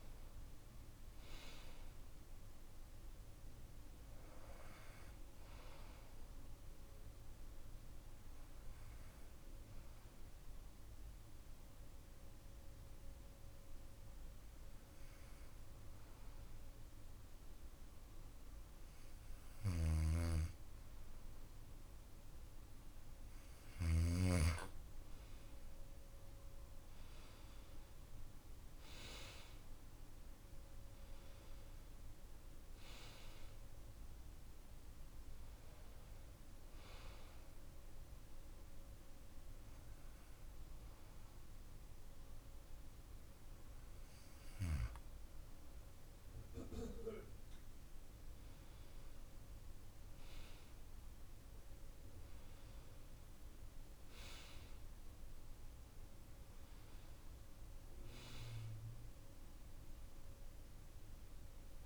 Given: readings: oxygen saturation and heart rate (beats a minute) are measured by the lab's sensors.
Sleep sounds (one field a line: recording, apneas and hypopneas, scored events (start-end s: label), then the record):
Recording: breathing in sleep by a room microphone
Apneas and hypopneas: 2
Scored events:
10.00-24.00 s: hypopnea (oxygen 96% before, 92% lowest)
19.00-23.50 s: snoring (device-marked)
26.00-30.00 s: arousal
37.50-49.00 s: hypopnea (oxygen 95% before, 91% lowest)
52.00-55.50 s: arousal
From the record:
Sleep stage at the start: N2 (light sleep)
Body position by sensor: on the back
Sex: male